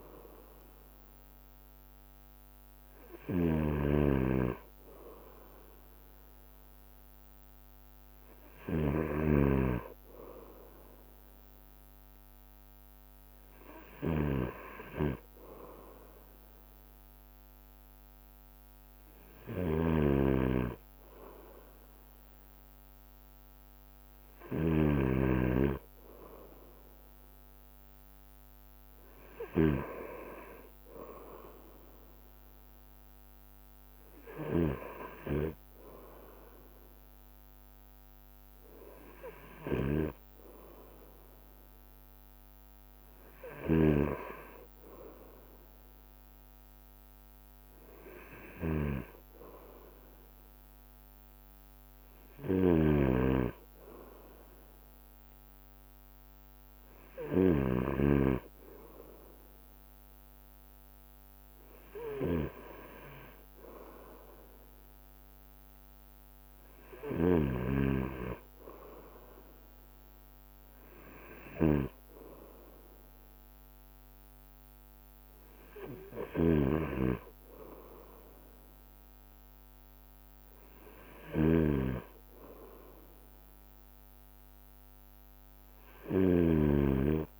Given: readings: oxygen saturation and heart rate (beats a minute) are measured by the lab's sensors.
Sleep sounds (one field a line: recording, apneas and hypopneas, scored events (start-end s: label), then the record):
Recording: breathing in sleep by a microphone on the trachea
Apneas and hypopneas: none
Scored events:
0.00-35.50 s: bradycardia (device-marked, heart rate 26 extreme)
2.50-4.50 s: long interval between heartbeats (device-marked, heart rate 51 before, 43 extreme)
3.50-87.40 s: snoring (device-marked)
5.00-7.00 s: long interval between heartbeats (device-marked, heart rate 49 before, 39 extreme)
8.00-10.00 s: long interval between heartbeats (device-marked, heart rate 47 before, 53 extreme)
13.00-15.00 s: long interval between heartbeats (device-marked, heart rate 47 before, 44 extreme)
15.00-17.00 s: long interval between heartbeats (device-marked, heart rate 47 before, 36 extreme)
23.50-25.50 s: long interval between heartbeats (device-marked, heart rate 41 before, 41 extreme)
37.50-82.50 s: bradycardia (device-marked, heart rate 32 before, 27 extreme)
39.00-41.00 s: long interval between heartbeats (device-marked, heart rate 47 before, 63 extreme)
43.00-45.00 s: long interval between heartbeats (device-marked, heart rate 53 before, 54 extreme)
48.50-50.50 s: long interval between heartbeats (device-marked, heart rate 53 before, 45 extreme)
58.00-60.00 s: long interval between heartbeats (device-marked, heart rate 47 before, 39 extreme)
58.50-68.50 s: drop in pulse transit time (device-marked, heart rate 46 before, 39 extreme)
64.50-66.50 s: long interval between heartbeats (device-marked, heart rate 42 before, 54 extreme)
70.50-72.50 s: long interval between heartbeats (device-marked, heart rate 44 before, 38 extreme)
76.50-78.50 s: long interval between heartbeats (device-marked, heart rate 43 before, 45 extreme)
From the record:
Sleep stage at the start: N2 (light sleep)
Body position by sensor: on the right side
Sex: male